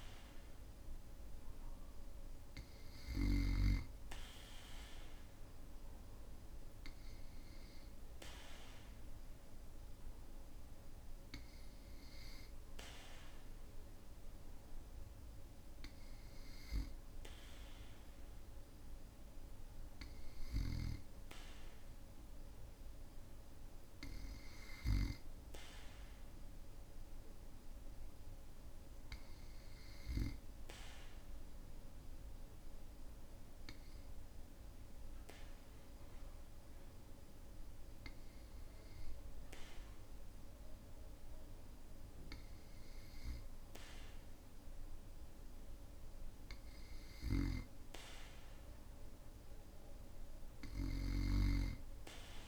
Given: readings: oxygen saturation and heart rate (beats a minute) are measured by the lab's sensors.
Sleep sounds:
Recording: breathing in sleep by a room microphone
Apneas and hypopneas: 1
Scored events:
25.00-43.50 s: obstructive apnea (oxygen 97% before, 96% lowest, heart rate 54 before, 47 extreme, up 0 after)
48.50-52.48 s: arousal
From the record:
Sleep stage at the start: N2 (light sleep)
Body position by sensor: on the back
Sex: male

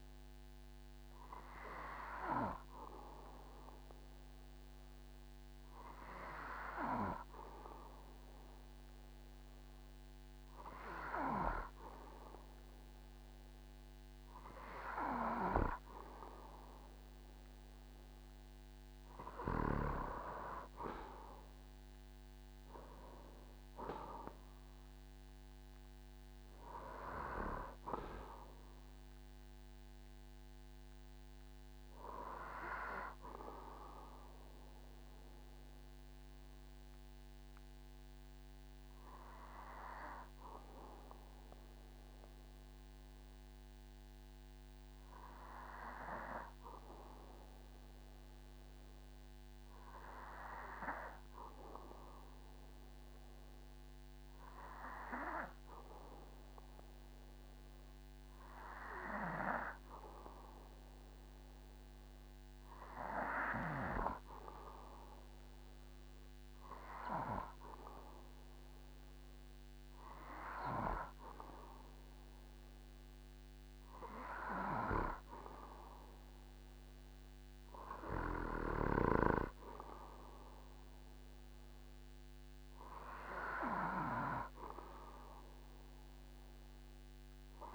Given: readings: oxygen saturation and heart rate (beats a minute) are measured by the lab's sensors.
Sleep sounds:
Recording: breathing in sleep by a microphone on the trachea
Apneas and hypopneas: none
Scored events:
none scored
From the record:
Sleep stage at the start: N2 (light sleep)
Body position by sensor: on the back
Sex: male

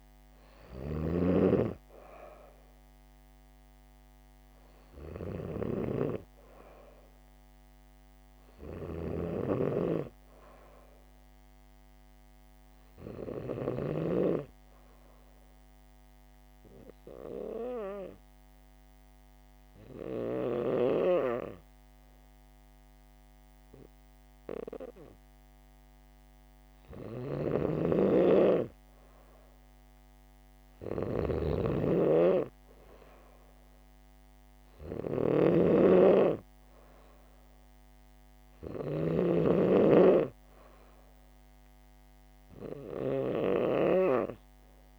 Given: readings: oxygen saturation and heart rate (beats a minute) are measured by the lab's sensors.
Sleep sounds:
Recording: breathing in sleep by a microphone on the trachea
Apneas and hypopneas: 1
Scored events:
0.00-1.50 s: snoring (device-marked)
0.00-10.00 s: oxygen desaturation (device-marked, oxygen 93% lowest, heart rate 76 extreme)
9.00-14.00 s: snoring (device-marked)
15.50-28.00 s: hypopnea (oxygen 97% before, 94% lowest, heart rate 77 before, 77 extreme, up 2 after)
27.50-39.50 s: snoring (device-marked)
29.50-32.50 s: arousal
35.00-44.99 s: oxygen desaturation (device-marked, oxygen 97% before, 94% lowest, heart rate 77 before, 75 extreme)
From the record:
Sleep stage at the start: N2 (light sleep)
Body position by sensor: on the back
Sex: female

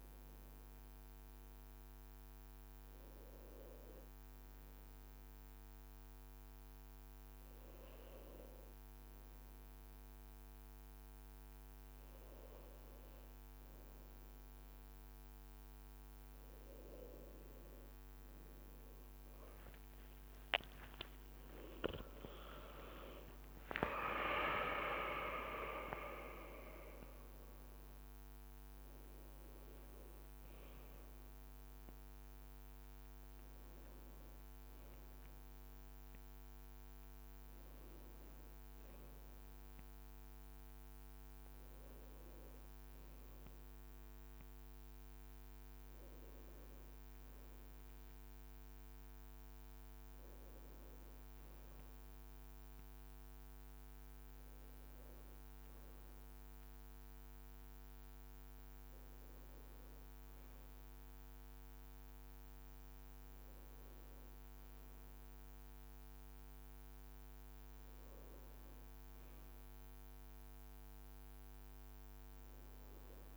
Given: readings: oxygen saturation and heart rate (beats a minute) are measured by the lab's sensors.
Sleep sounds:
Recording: breathing in sleep by a microphone on the trachea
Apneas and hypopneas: 1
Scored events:
2.00-12.50 s: hypopnea (oxygen 95% before, 93% lowest, heart rate 63 before, 63 extreme, up 3 after)
16.00-20.00 s: arousal
19.50-30.00 s: leg movement (device-marked)
23.50-25.50 s: long interval between heartbeats (device-marked, heart rate 64 before, 77 extreme)
42.00-47.00 s: leg movement (device-marked)
From the record:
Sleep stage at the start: N1 (lightest sleep)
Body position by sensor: on the back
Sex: male

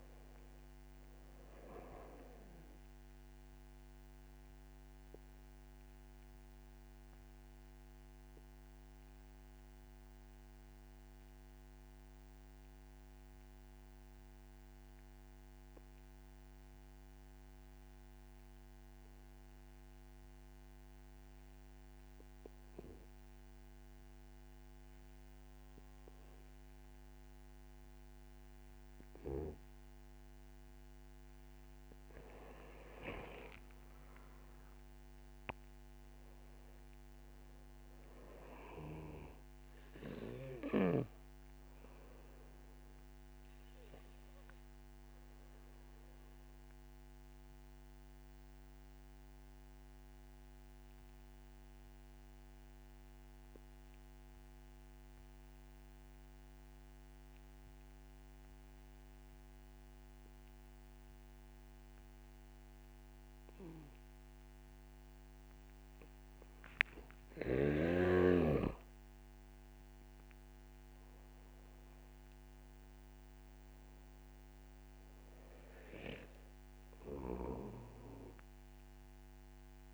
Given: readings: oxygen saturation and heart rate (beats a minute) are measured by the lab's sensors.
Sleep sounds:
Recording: breathing in sleep by a microphone on the trachea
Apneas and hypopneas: 2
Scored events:
0.00-20.50 s: oxygen desaturation (device-marked, oxygen 87% lowest, heart rate 43 extreme)
6.00-29.50 s: obstructive apnea (oxygen 97% before, 86% lowest, heart rate 56 before, 43 extreme, up 2 after)
34.00-37.50 s: arousal
34.50-58.50 s: oxygen desaturation (device-marked, oxygen 95% before, 86% lowest, heart rate 66 before, 46 extreme)
43.00-66.00 s: obstructive apnea (oxygen 96% before, 86% lowest, heart rate 58 before, 41 extreme, up 6 after)
68.00-72.00 s: arousal
70.50-79.94 s: oxygen desaturation (device-marked, oxygen 98% before, 88% lowest, heart rate 66 before, 41 extreme)
From the record:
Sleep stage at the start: N2 (light sleep)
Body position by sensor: on the back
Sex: male

